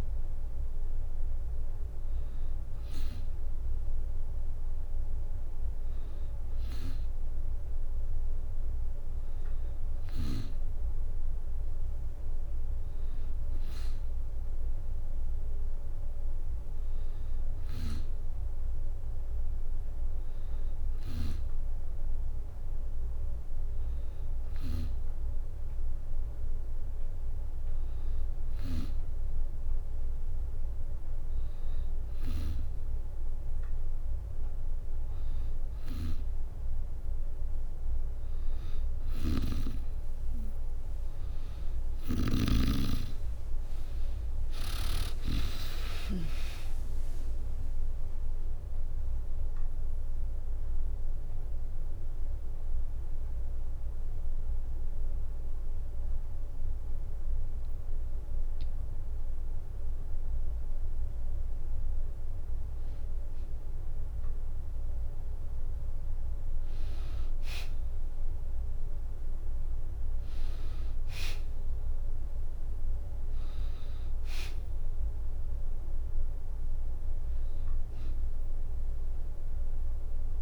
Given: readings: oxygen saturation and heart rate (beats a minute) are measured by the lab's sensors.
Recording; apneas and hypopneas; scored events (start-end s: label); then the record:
breathing in sleep by a room microphone; 1
20.50-24.50 s: snoring (device-marked)
35.00-80.42 s: new sleep stage, N2 (light sleep)
38.50-45.00 s: snoring (device-marked)
42.00-46.50 s: arousal
44.00-59.00 s: drop in pulse transit time (device-marked, heart rate 71 before, 65 extreme)
52.00-62.00 s: obstructive apnea (oxygen 94% before, 92% lowest, heart rate 75 before, 65 extreme, up 2 after)
63.50-66.50 s: arousal
72.00-80.42 s: oxygen desaturation (device-marked, oxygen 97% before, 92% lowest, heart rate 67 before, 67 extreme)
From the record:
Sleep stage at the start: N3 (deep sleep); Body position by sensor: on the back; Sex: female